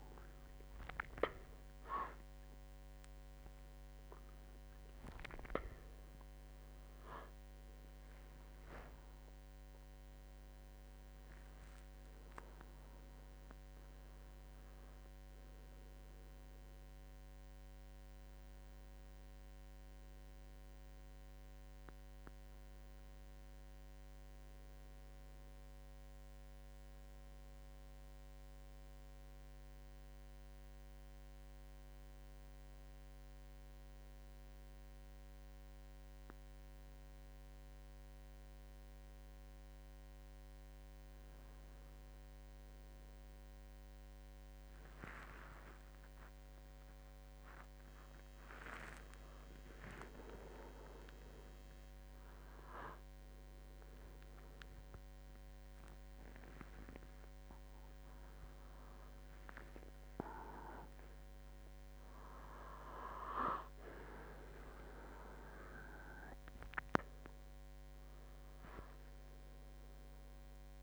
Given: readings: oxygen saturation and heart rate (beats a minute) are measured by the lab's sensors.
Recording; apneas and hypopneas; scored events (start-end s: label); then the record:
a person awake in a sleep study, by a microphone on the trachea; none
none scored
From the record:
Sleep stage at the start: awake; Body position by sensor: on the right side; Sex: male